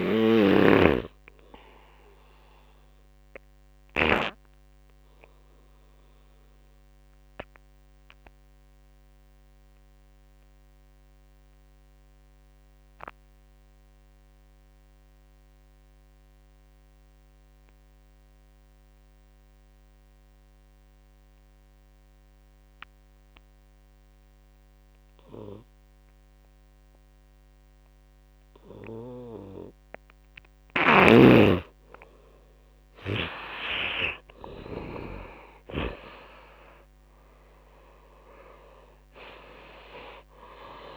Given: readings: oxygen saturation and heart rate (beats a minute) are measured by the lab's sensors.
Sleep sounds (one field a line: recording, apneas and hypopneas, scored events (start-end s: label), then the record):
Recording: breathing in sleep by a microphone on the trachea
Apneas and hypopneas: 1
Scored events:
0.00-15.00 s: oxygen desaturation (device-marked, oxygen 85% lowest)
3.00-27.50 s: obstructive apnea (oxygen 97% before, 85% lowest)
28.00-40.97 s: oxygen desaturation (device-marked, oxygen 98% before, 85% lowest)
30.00-35.00 s: snoring (device-marked)
31.50-35.00 s: arousal
From the record:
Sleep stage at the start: N2 (light sleep)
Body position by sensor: on the right side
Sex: male